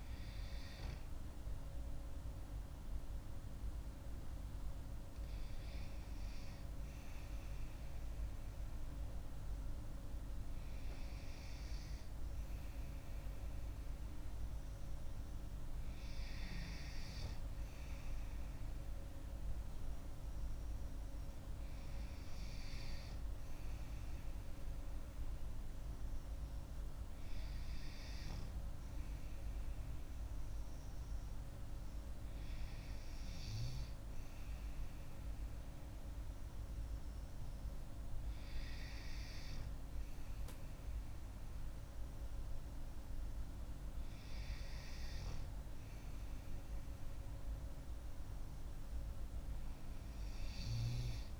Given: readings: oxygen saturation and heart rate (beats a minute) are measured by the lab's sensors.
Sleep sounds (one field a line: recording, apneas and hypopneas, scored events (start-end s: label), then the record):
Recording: breathing in sleep, hard to hear, by a room microphone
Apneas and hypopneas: none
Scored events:
none scored
From the record:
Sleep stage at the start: N2 (light sleep)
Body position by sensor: on the back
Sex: female